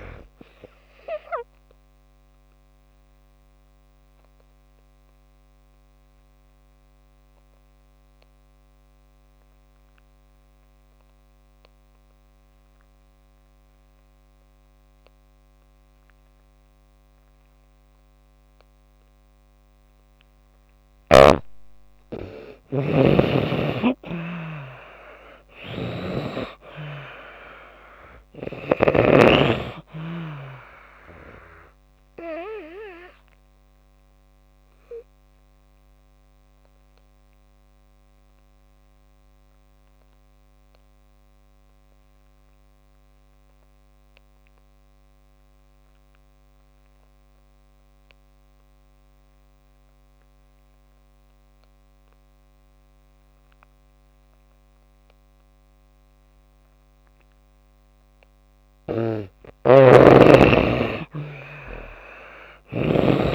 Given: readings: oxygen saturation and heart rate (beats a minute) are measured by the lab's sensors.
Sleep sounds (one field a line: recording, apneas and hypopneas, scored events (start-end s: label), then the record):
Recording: breathing in sleep by a microphone on the trachea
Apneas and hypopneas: 2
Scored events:
1.50-20.50 s: obstructive apnea (oxygen 98% before, 82% lowest)
4.00-29.00 s: oxygen desaturation (device-marked, oxygen 96% before, 82% lowest)
21.50-24.50 s: arousal
22.50-29.00 s: snoring (device-marked)
32.50-57.00 s: obstructive apnea (oxygen 95% before, 82% lowest)
43.00-55.00 s: oxygen desaturation (device-marked, oxygen 95% before, 84% lowest)
59.00-63.35 s: snoring (device-marked)
59.50-63.35 s: arousal
61.00-63.35 s: oxygen desaturation (device-marked, oxygen 97% before, 82% lowest)
From the record:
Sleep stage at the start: N2 (light sleep)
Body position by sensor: on the back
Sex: female